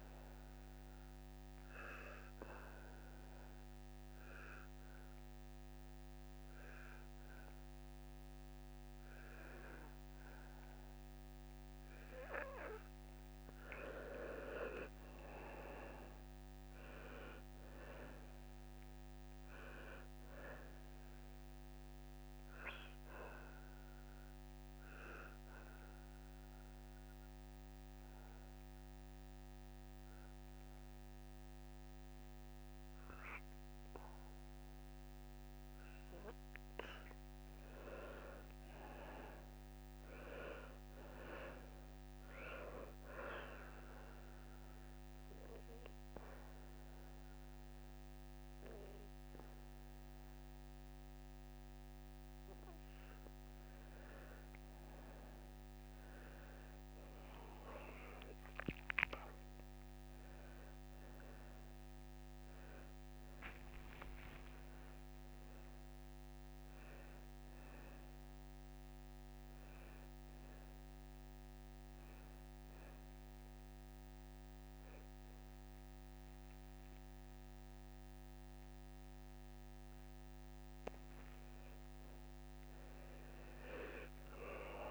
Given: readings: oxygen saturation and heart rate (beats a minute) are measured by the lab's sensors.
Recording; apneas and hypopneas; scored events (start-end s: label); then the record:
breathing in sleep by a microphone on the trachea; 4
0.00-9.00 s: oxygen desaturation (device-marked, oxygen 87% lowest, heart rate 52 extreme)
0.50-13.00 s: obstructive apnea (oxygen 97% before, 87% lowest, heart rate 79 before, 52 extreme, up 5 after)
15.50-19.00 s: arousal
18.00-37.00 s: oxygen desaturation (device-marked, oxygen 95% before, 87% lowest, heart rate 80 before, 28 extreme)
23.00-35.50 s: obstructive apnea (oxygen 96% before, 86% lowest, heart rate 78 before, 28 extreme, up 41 after)
37.50-40.50 s: arousal
42.00-57.00 s: oxygen desaturation (device-marked, oxygen 97% before, 87% lowest)
43.00-53.50 s: obstructive apnea (oxygen 97% before, 86% lowest, heart rate 98 before, 28 extreme, up 35 after)
58.00-63.00 s: arousal
69.00-71.00 s: oxygen desaturation (device-marked, oxygen 97% before, 91% lowest)
69.50-80.00 s: hypopnea (oxygen 97% before, 84% lowest)
83.00-84.91 s: arousal
From the record:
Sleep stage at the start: N2 (light sleep); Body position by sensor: on the back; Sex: male